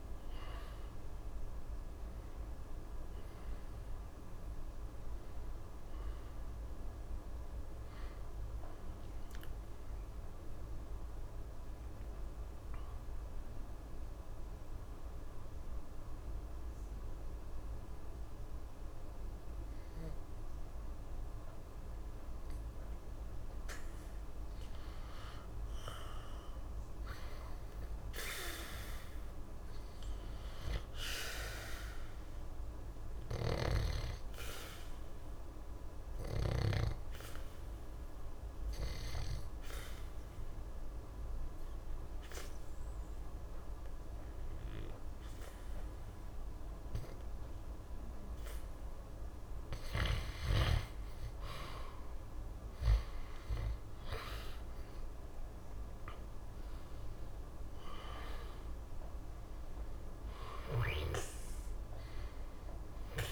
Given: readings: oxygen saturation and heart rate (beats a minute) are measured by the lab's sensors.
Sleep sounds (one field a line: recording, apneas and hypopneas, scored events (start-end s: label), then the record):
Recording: breathing in sleep by a room microphone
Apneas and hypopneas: 2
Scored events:
0.00-21.00 s: oxygen desaturation (device-marked, oxygen 86% lowest, heart rate 62 extreme)
10.00-22.00 s: hypopnea (oxygen 95% before, 86% lowest, heart rate 74 before, 62 extreme, up 0 after)
24.00-27.00 s: arousal
35.50-49.50 s: obstructive apnea (oxygen 98% before, 87% lowest, heart rate 63 before, 63 extreme, up 1 after)
53.00-56.50 s: arousal
54.00-63.32 s: oxygen desaturation (device-marked, oxygen 93% before, 87% lowest, heart rate 63 before, 60 extreme)
From the record:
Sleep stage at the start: N2 (light sleep)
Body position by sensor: on the back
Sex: male